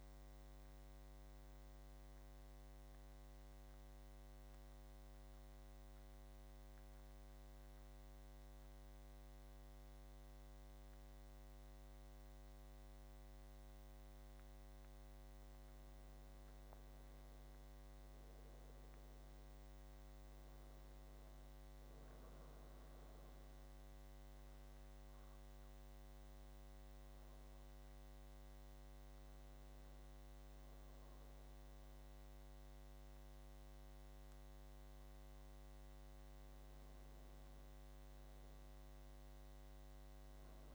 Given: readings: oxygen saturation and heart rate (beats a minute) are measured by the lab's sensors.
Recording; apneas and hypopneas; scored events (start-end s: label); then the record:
breathing in sleep, hard to hear, by a microphone on the trachea; 2
0.00-4.50 s: oxygen desaturation (device-marked, oxygen 86% lowest, heart rate 73 extreme)
1.50-14.50 s: central apnea (oxygen 95% before, 91% lowest, heart rate 84 before, 72 extreme, up 12 after)
16.50-20.00 s: arousal
20.50-36.50 s: oxygen desaturation (device-marked, oxygen 97% before, 91% lowest, heart rate 77 before, 72 extreme)
25.00-36.00 s: hypopnea (oxygen 98% before, 91% lowest, heart rate 78 before, 72 extreme, up 7 after)
From the record:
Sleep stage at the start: N2 (light sleep); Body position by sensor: on the back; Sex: male